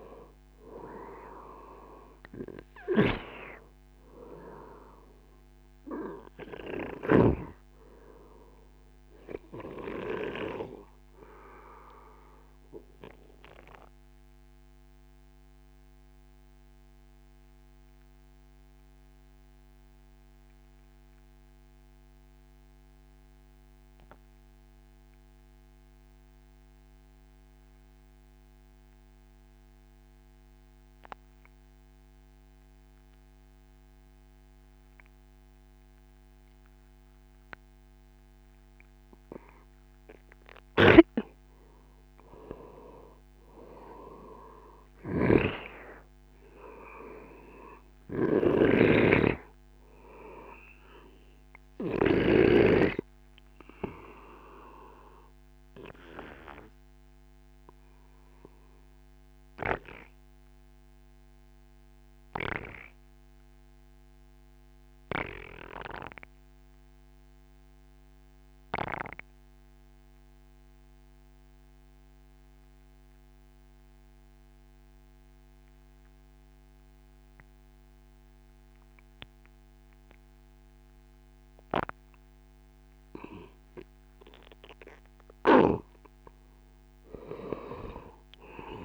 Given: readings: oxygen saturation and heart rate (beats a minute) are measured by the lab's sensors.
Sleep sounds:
breathing in sleep by a microphone on the trachea; 2
0.00-1.50 s: arousal
0.00-21.50 s: oxygen desaturation (device-marked, oxygen 92% lowest, heart rate 48 extreme)
2.50-7.00 s: snoring (device-marked)
9.00-40.00 s: obstructive apnea (oxygen 98% before, 90% lowest, heart rate 62 before, 60 extreme, up 40 after)
40.50-52.00 s: snoring (device-marked)
40.50-68.50 s: oxygen desaturation (device-marked, oxygen 97% before, 90% lowest, heart rate 70 before, 53 extreme)
43.00-48.00 s: arousal
56.50-84.00 s: obstructive apnea (oxygen 97% before, 90% lowest, heart rate 83 before, 53 extreme, up 22 after)
86.50-88.85 s: oxygen desaturation (device-marked, oxygen 96% before, 92% lowest, heart rate 65 before, 66 extreme)
87.00-88.85 s: arousal
From the record:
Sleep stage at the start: N2 (light sleep); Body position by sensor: on the right side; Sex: male

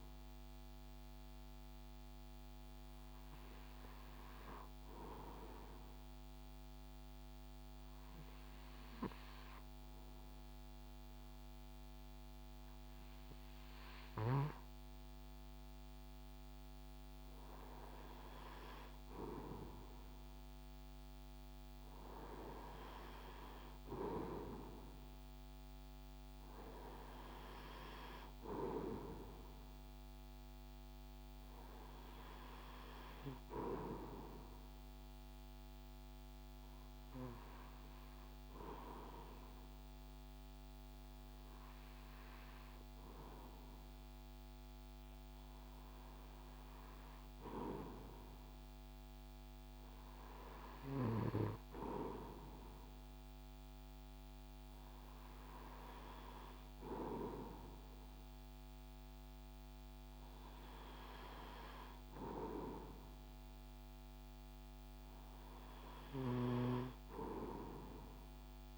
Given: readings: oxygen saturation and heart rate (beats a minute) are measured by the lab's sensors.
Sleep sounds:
breathing in sleep by a microphone on the trachea; 1
5.00-15.00 s: obstructive apnea (oxygen 95% before, 93% lowest, heart rate 58 before, 28 extreme, up 8 after)
18.00-22.00 s: arousal
From the record:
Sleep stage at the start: REM sleep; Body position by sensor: on the right side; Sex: male

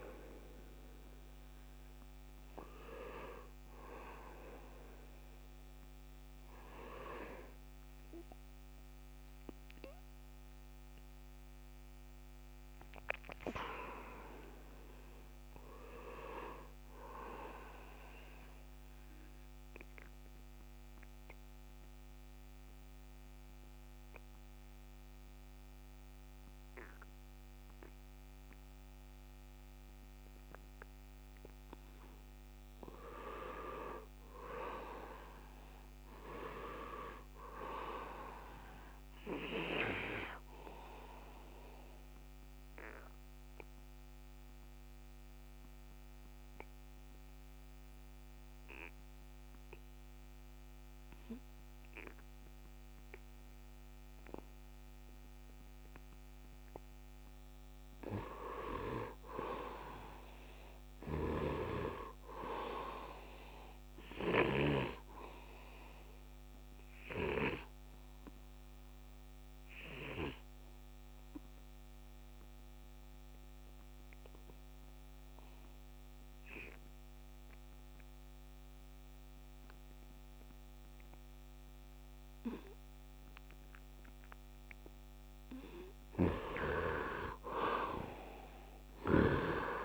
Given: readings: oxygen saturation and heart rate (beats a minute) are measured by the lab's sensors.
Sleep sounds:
breathing in sleep by a microphone on the trachea; 3
0.00-15.50 s: oxygen desaturation (device-marked, oxygen 77% lowest, heart rate 71 extreme)
18.00-31.50 s: obstructive apnea (oxygen 99% before, 88% lowest, heart rate 83 before, 71 extreme, up 28 after)
33.00-36.50 s: arousal
36.50-51.50 s: oxygen desaturation (device-marked, oxygen 99% before, 88% lowest, heart rate 79 before, 73 extreme)
42.00-57.50 s: obstructive apnea (oxygen 99% before, 83% lowest, heart rate 82 before, 73 extreme, up 17 after)
59.00-62.00 s: arousal
60.50-79.50 s: oxygen desaturation (device-marked, oxygen 98% before, 88% lowest, heart rate 79 before, 74 extreme)
61.00-65.00 s: snoring (device-marked)
68.00-84.50 s: obstructive apnea (oxygen 98% before, 83% lowest, heart rate 81 before, 74 extreme, up 17 after)
85.50-89.85 s: oxygen desaturation (device-marked, oxygen 98% before, 83% lowest, heart rate 77 before, 75 extreme)
86.50-89.85 s: arousal
From the record:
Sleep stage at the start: N2 (light sleep); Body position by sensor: on the right side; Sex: male

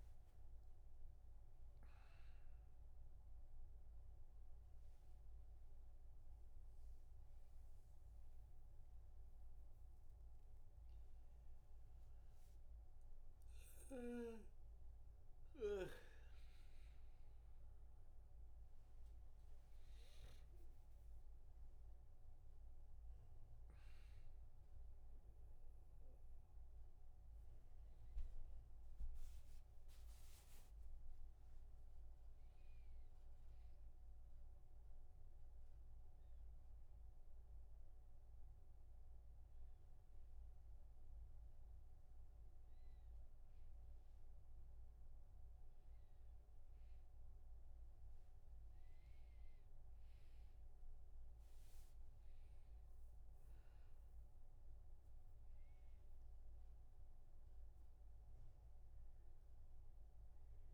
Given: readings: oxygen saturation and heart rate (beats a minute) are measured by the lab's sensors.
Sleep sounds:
a person awake in a sleep study, hard to hear, by a room microphone; none
none scored
From the record:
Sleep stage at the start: awake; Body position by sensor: on the back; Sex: male

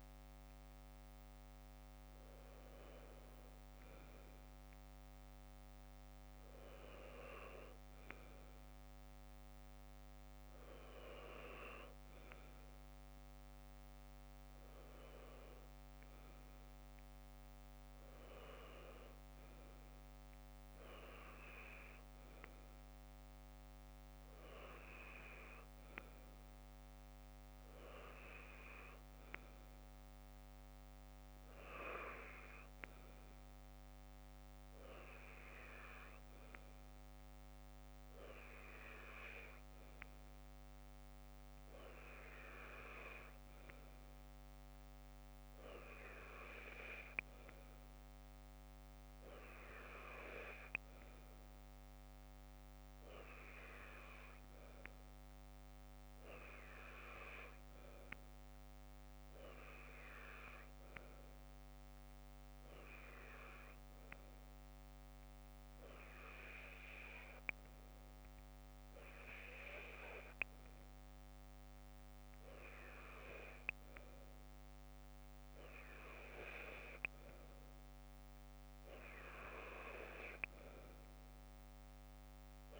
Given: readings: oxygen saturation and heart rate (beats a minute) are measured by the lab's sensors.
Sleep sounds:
breathing in sleep by a microphone on the trachea; none
none scored
From the record:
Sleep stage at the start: N2 (light sleep); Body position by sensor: on the left side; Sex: female

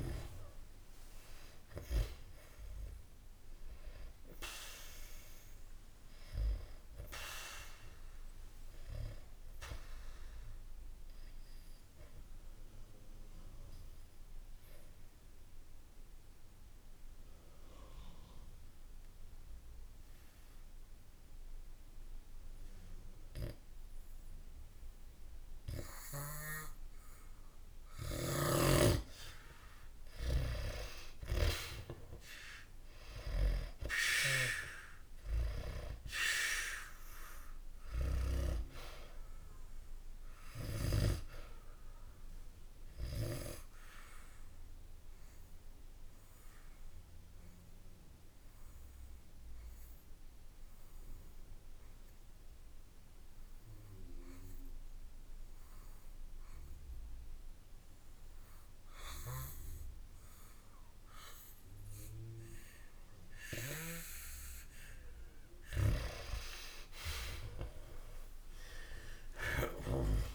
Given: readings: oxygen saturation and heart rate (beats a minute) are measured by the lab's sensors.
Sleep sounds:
breathing in sleep by a room microphone; 2
0.00-19.00 s: oxygen desaturation (device-marked, oxygen 89% lowest, heart rate 60 extreme)
8.50-27.50 s: obstructive apnea (oxygen 97% before, 89% lowest, heart rate 69 before, 60 extreme, up 1 after)
29.50-33.00 s: arousal
34.00-55.00 s: oxygen desaturation (device-marked, oxygen 97% before, 90% lowest, heart rate 69 before, 63 extreme)
40.50-63.50 s: obstructive apnea (oxygen 97% before, 89% lowest, heart rate 68 before, 63 extreme, up 3 after)
65.00-70.00 s: snoring (device-marked)
65.00-70.35 s: oxygen desaturation (device-marked, oxygen 97% before, 89% lowest, heart rate 68 before, 63 extreme)
67.00-70.35 s: arousal
From the record:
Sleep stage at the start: N2 (light sleep); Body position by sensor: on the back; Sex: male

